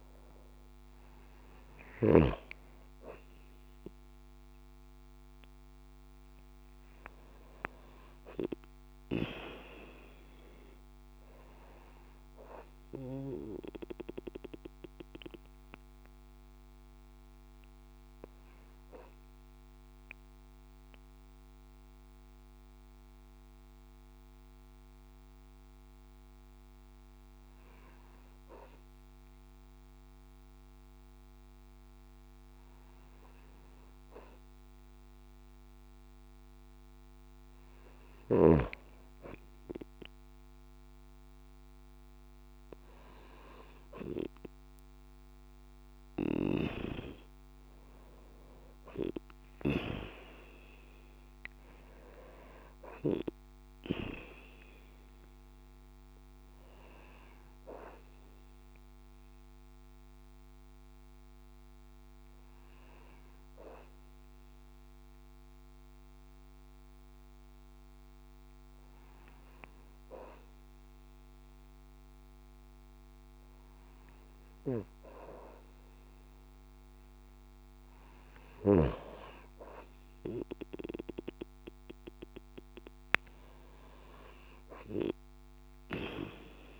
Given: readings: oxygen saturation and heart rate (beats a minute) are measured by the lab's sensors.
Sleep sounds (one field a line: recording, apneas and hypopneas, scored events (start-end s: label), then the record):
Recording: breathing in sleep by a microphone on the trachea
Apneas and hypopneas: 2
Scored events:
0.00-4.00 s: arousal
12.00-27.50 s: hypopnea (oxygen 95% before, 93% lowest)
29.50-32.50 s: arousal
48.50-52.50 s: arousal
49.50-51.50 s: long interval between heartbeats (device-marked)
60.00-73.00 s: hypopnea (oxygen 95% before, 93% lowest)
73.50-78.00 s: arousal
From the record:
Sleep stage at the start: N2 (light sleep)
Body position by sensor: on the right side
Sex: female